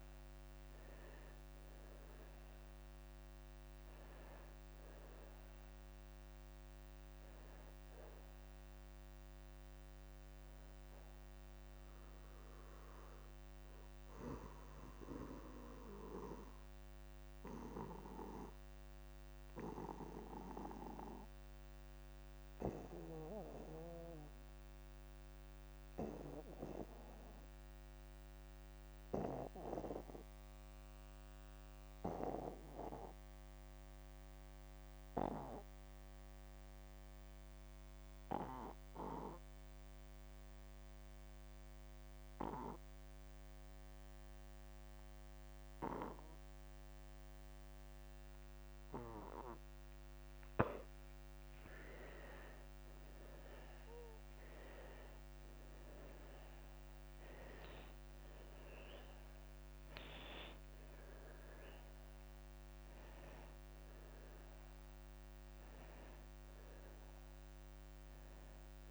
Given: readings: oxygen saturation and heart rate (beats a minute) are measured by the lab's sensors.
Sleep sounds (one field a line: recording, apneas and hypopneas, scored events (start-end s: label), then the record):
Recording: breathing in sleep by a microphone on the trachea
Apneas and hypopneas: 1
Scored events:
0.00-26.00 s: oxygen desaturation (device-marked, oxygen 80% lowest)
12.00-50.00 s: obstructive apnea (oxygen 95% before, 79% lowest)
41.00-68.91 s: oxygen desaturation (device-marked, oxygen 99% before, 79% lowest)
52.50-56.50 s: arousal
From the record:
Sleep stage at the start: N2 (light sleep)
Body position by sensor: on the back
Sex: male